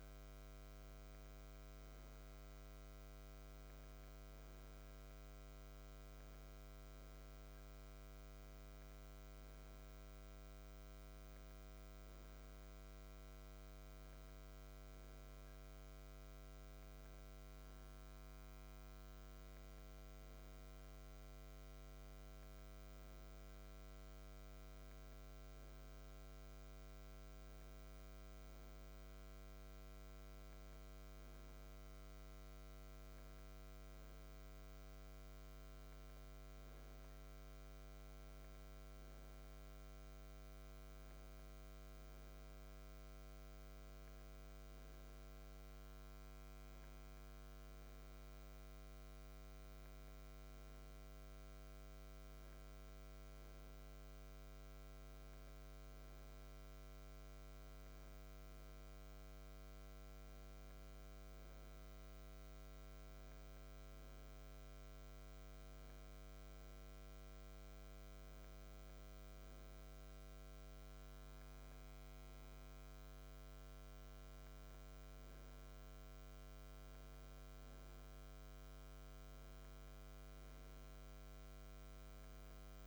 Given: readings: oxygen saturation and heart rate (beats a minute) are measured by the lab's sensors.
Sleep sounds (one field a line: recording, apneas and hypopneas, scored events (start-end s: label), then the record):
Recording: breathing in sleep, hard to hear, by a microphone on the trachea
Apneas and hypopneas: none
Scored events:
none scored
From the record:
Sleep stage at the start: N2 (light sleep)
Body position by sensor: on the back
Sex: male